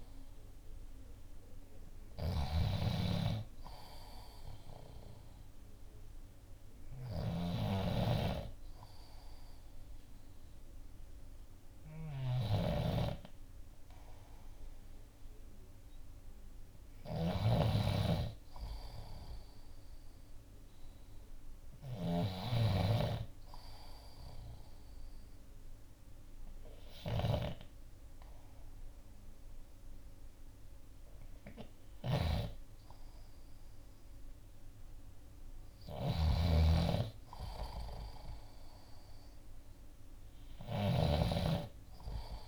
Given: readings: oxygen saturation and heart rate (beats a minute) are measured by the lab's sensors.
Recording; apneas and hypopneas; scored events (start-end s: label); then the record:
breathing in sleep by a room microphone; none
0.00-42.48 s: snoring (device-marked)
From the record:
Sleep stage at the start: N2 (light sleep); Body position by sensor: on the left side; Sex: male